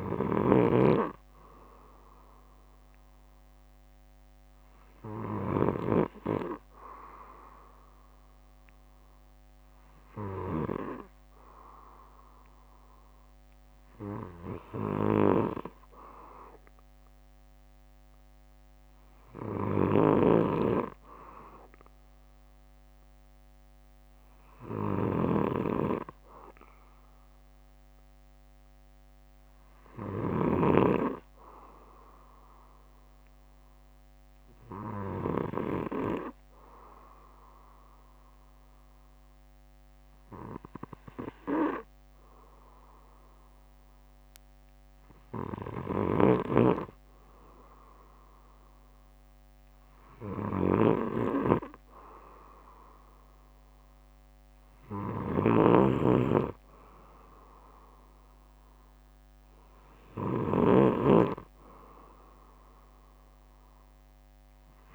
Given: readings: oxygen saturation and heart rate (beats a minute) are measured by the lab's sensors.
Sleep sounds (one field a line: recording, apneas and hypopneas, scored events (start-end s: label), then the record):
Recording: breathing in sleep by a microphone on the trachea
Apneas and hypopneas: none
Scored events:
16.00-18.00 s: bradycardia (device-marked, heart rate 60 before, 64 extreme)
20.00-31.00 s: snoring (device-marked)
21.00-24.00 s: bradycardia (device-marked, heart rate 60 before, 60 extreme)
26.00-28.00 s: bradycardia (device-marked, heart rate 60 before, 59 extreme)
31.00-33.00 s: bradycardia (device-marked, heart rate 60 before, 60 extreme)
35.00-44.00 s: bradycardia (device-marked, heart rate 60 before, 56 extreme)
46.00-64.95 s: snoring (device-marked)
51.00-53.00 s: bradycardia (device-marked, heart rate 60 before, 60 extreme)
From the record:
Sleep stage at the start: N2 (light sleep)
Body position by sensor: on the back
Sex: male